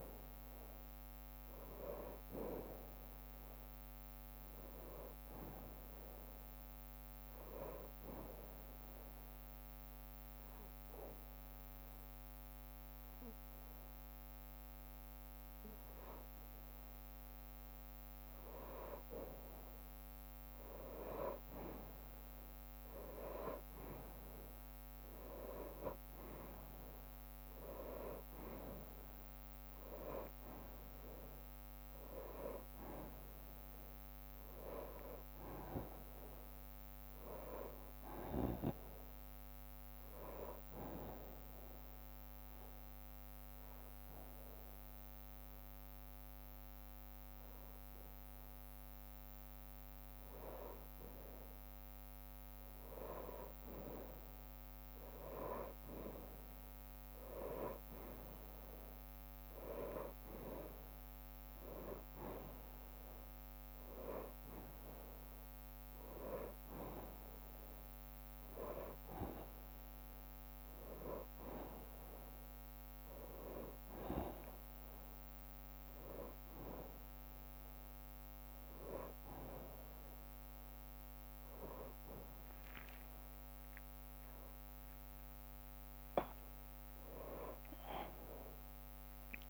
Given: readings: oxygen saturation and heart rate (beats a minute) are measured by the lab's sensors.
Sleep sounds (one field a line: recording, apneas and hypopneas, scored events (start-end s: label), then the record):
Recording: breathing in sleep by a microphone on the trachea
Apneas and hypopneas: 2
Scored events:
0.50-4.50 s: arousal
0.50-7.50 s: bradycardia (device-marked, heart rate 62 before, 56 extreme)
8.00-18.00 s: obstructive apnea (oxygen 95% before, 93% lowest, heart rate 62 before, 50 extreme, up 6 after)
21.00-25.00 s: arousal
21.50-29.50 s: bradycardia (device-marked, heart rate 62 before, 57 extreme)
31.50-41.50 s: bradycardia (device-marked, heart rate 62 before, 50 extreme)
40.50-51.00 s: obstructive apnea (oxygen 95% before, 94% lowest, heart rate 58 before, 55 extreme, up 6 after)
48.50-55.50 s: bradycardia (device-marked, heart rate 61 before, 55 extreme)
53.50-57.00 s: arousal
57.50-66.50 s: drop in pulse transit time (device-marked, heart rate 57 before, 57 extreme)
61.50-89.50 s: new sleep stage, N1 (lightest sleep)
65.50-72.50 s: bradycardia (device-marked, heart rate 61 before, 57 extreme)
76.50-78.50 s: bradycardia (device-marked, heart rate 61 before, 65 extreme)
77.50-85.50 s: drop in pulse transit time (device-marked, heart rate 63 before, 58 extreme)
82.50-84.50 s: long interval between heartbeats (device-marked, heart rate 62 before, 85 extreme)
83.50-88.00 s: arousal
85.50-87.50 s: long interval between heartbeats (device-marked, heart rate 65 before, 83 extreme)
From the record:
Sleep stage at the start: N2 (light sleep)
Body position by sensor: on the back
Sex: male